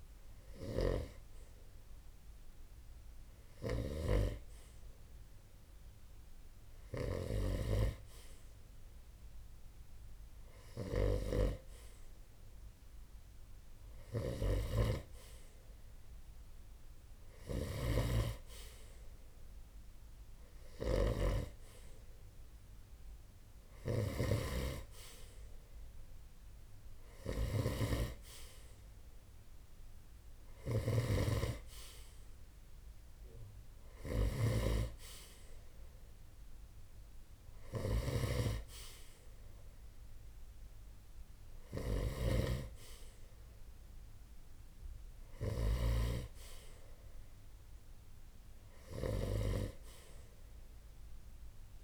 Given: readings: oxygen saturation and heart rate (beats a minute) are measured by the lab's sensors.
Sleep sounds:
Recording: breathing in sleep by a room microphone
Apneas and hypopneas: none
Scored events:
13.50-45.50 s: snoring (device-marked)
From the record:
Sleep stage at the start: N2 (light sleep)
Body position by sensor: on the right side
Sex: male

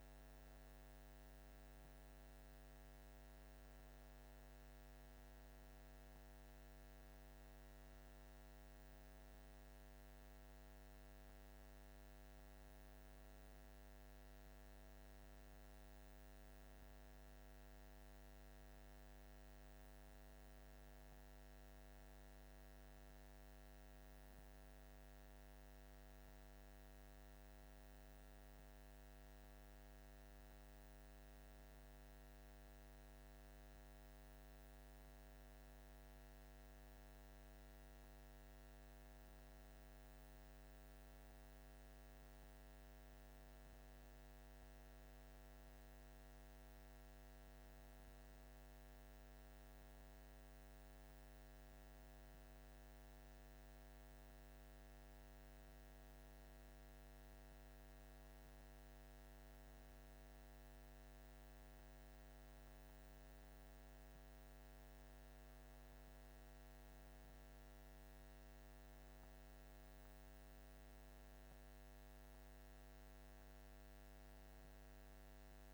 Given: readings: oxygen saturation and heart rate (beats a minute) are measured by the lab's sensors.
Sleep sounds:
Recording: breathing in sleep, hard to hear, by a microphone on the trachea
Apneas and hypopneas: none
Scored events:
none scored
From the record:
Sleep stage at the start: N1 (lightest sleep)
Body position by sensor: on the back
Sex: male

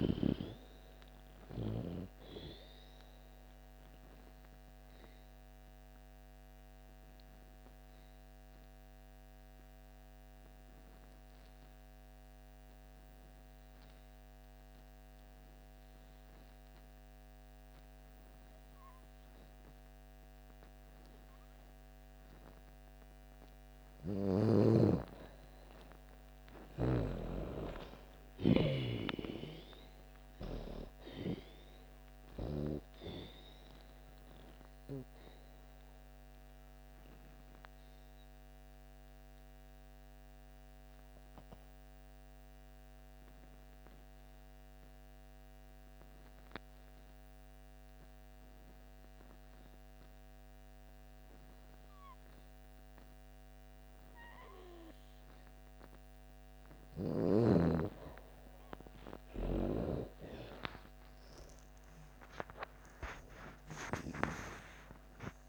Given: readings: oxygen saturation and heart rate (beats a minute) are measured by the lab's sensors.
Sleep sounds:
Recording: breathing in sleep by a microphone on the trachea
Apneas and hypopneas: 2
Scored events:
0.00-21.00 s: oxygen desaturation (device-marked, oxygen 82% lowest)
3.50-23.00 s: obstructive apnea (oxygen 98% before, 82% lowest)
23.00-49.00 s: oxygen desaturation (device-marked, oxygen 97% before, 83% lowest)
24.00-28.50 s: snoring (device-marked)
28.50-32.00 s: arousal
34.50-56.50 s: mixed apnea (oxygen 97% before, 82% lowest)
58.00-65.49 s: oxygen desaturation (device-marked, oxygen 97% before, 84% lowest)
62.00-65.49 s: arousal
63.00-65.49 s: snoring (device-marked)
From the record:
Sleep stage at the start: N2 (light sleep)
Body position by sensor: on the back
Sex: female

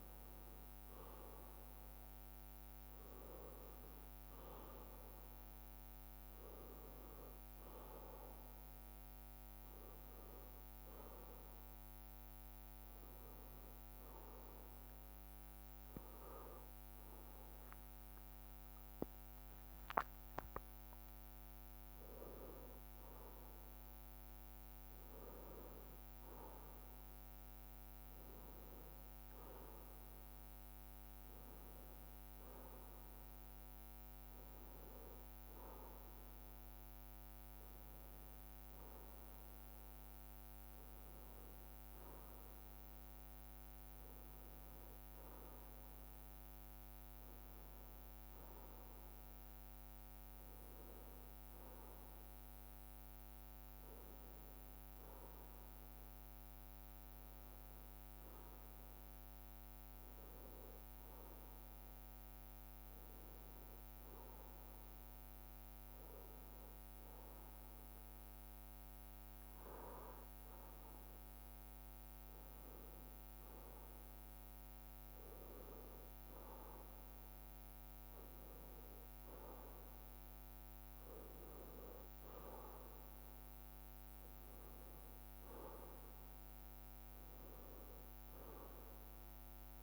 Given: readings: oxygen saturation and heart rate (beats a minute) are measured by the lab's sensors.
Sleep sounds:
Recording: breathing in sleep by a microphone on the trachea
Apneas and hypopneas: none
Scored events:
0.00-14.50 s: bradycardia (device-marked, heart rate 55 extreme)
17.00-20.50 s: arousal
22.50-47.50 s: bradycardia (device-marked, heart rate 60 before, 57 extreme)
88.50-89.83 s: bradycardia (device-marked, heart rate 60 before, 56 extreme)
From the record:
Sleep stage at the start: N1 (lightest sleep)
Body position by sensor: on the left side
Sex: male

